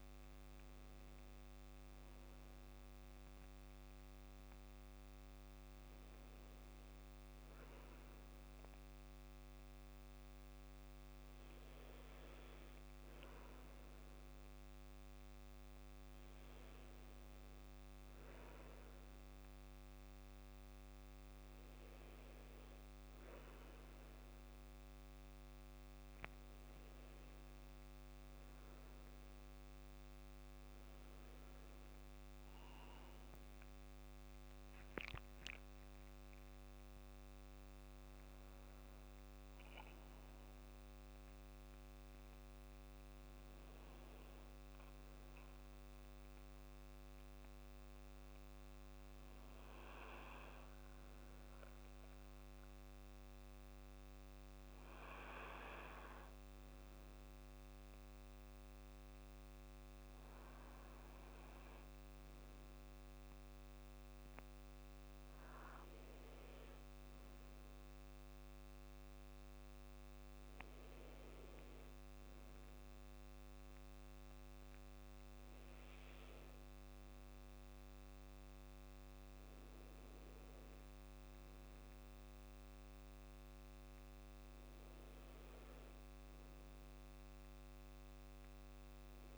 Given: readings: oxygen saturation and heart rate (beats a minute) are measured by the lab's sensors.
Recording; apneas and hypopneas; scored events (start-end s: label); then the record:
breathing in sleep, hard to hear, by a microphone on the trachea; none
30.50-89.38 s: new sleep stage, N2 (light sleep)
From the record:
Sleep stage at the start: N1 (lightest sleep); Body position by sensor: on the back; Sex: male